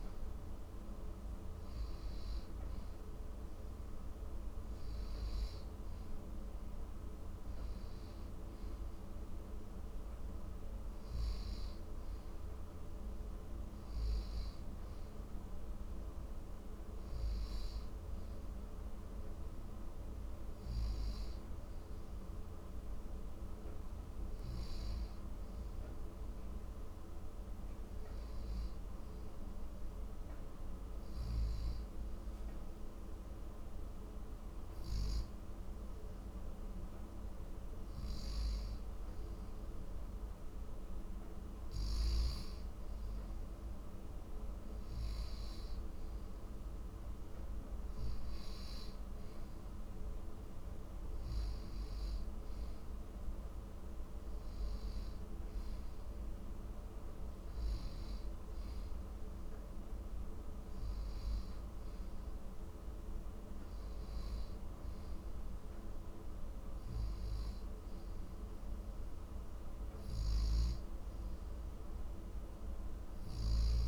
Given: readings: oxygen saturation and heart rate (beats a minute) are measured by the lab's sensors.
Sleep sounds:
breathing in sleep, hard to hear, by a room microphone; 1
27.50-40.50 s: hypopnea (oxygen 95% before, 93% lowest, heart rate 60 before, 50 extreme, up 4 after)
43.00-48.00 s: arousal
From the record:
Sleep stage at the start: N1 (lightest sleep); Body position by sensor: on the back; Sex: male

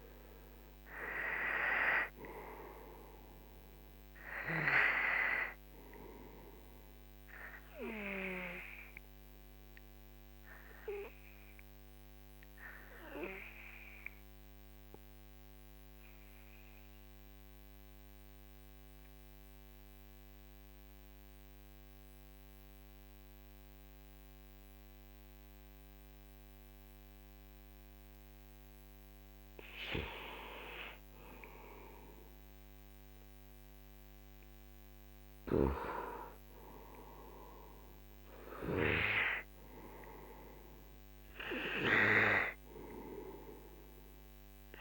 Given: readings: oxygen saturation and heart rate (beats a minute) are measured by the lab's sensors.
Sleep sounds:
breathing in sleep by a microphone on the trachea; 1
0.00-20.00 s: oxygen desaturation (device-marked, oxygen 90% lowest, heart rate 46 extreme)
13.00-29.00 s: obstructive apnea (oxygen 97% before, 90% lowest, heart rate 56 before, 46 extreme, up 12 after)
31.00-35.00 s: arousal
31.00-44.81 s: oxygen desaturation (device-marked, oxygen 98% before, 92% lowest, heart rate 48 before, 49 extreme)
From the record:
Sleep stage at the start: N2 (light sleep); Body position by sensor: on the back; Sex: male

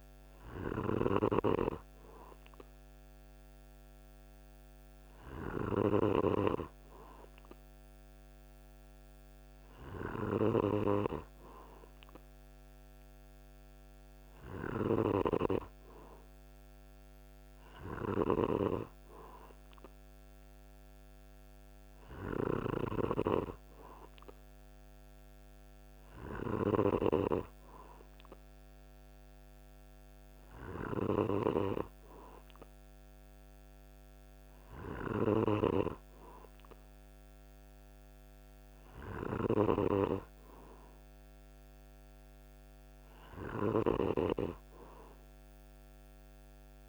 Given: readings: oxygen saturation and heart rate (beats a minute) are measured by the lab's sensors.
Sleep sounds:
breathing in sleep by a microphone on the trachea; none
0.00-22.00 s: snoring (device-marked)
34.00-39.00 s: snoring (device-marked)
From the record:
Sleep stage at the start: N2 (light sleep); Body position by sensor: on the back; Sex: male

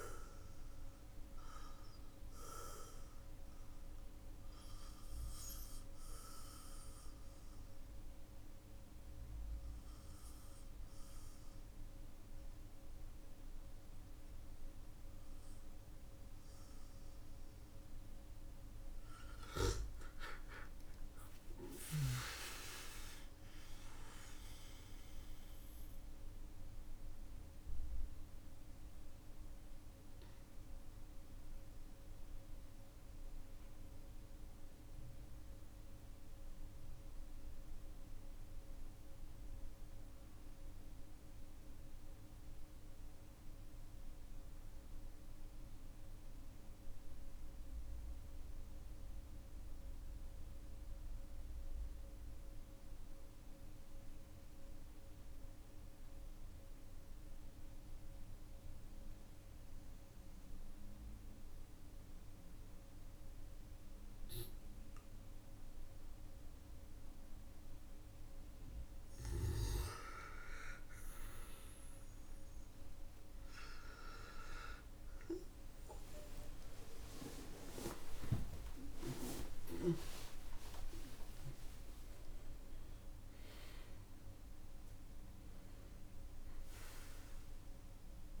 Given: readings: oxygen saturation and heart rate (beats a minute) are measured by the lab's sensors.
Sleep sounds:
a person partly awake in a sleep study, by a room microphone; 2
0.50-15.50 s: obstructive apnea (oxygen 97% before, 92% lowest, heart rate 56 before, 45 extreme, up 12 after)
5.50-23.50 s: oxygen desaturation (device-marked, oxygen 96% before, 92% lowest, heart rate 53 before, 45 extreme)
17.00-20.50 s: arousal
22.00-67.50 s: obstructive apnea (oxygen 98% before, 91% lowest, heart rate 52 before, 45 extreme, up 14 after)
63.50-85.50 s: oxygen desaturation (device-marked, oxygen 99% before, 93% lowest, heart rate 49 before, 43 extreme)
63.50-88.40 s: new sleep stage, awake
From the record:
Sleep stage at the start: N2 (light sleep); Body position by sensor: on the back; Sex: male

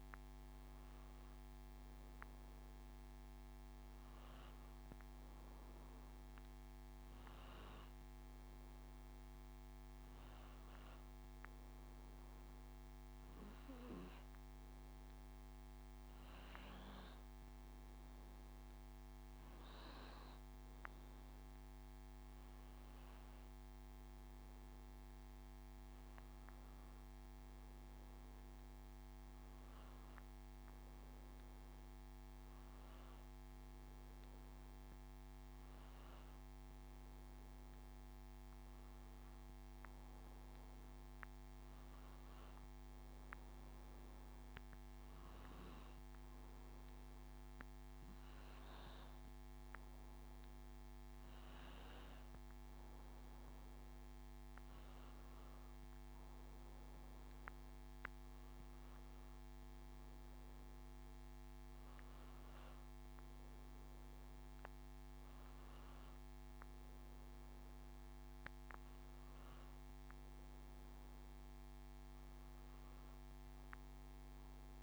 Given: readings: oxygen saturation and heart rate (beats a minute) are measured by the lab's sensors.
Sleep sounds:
breathing in sleep, hard to hear, by a microphone on the trachea; none
none scored
From the record:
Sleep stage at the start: N2 (light sleep); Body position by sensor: on the back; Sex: male

